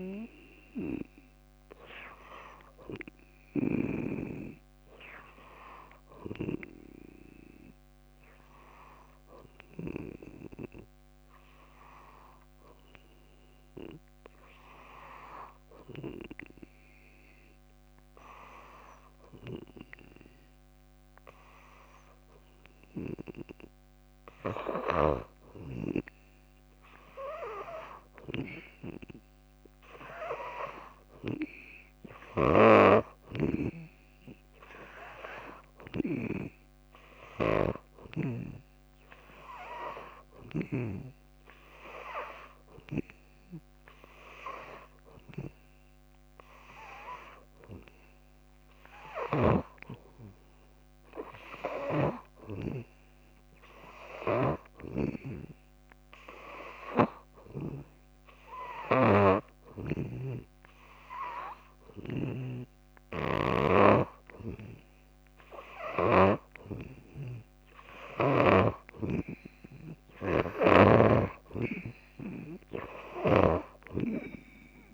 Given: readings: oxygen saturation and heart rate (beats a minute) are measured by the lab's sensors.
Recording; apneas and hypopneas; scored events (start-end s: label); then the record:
breathing in sleep by a microphone on the trachea; 2
0.00-5.50 s: oxygen desaturation (device-marked, oxygen 82% lowest, heart rate 56 extreme)
8.50-23.50 s: obstructive apnea (oxygen 96% before, 85% lowest, heart rate 71 before, 58 extreme, up 4 after)
26.00-30.50 s: arousal
27.50-65.50 s: oxygen desaturation (device-marked, oxygen 96% before, 87% lowest, heart rate 59 before, 63 extreme)
32.00-38.50 s: snoring (device-marked)
53.00-68.00 s: hypopnea (oxygen 95% before, 78% lowest, heart rate 66 before, 65 extreme, up 3 after)
62.00-68.50 s: snoring (device-marked)
71.50-74.94 s: oxygen desaturation (device-marked, oxygen 88% before, 85% lowest, heart rate 69 before, 56 extreme)
From the record:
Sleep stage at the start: N2 (light sleep); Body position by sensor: on the back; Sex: female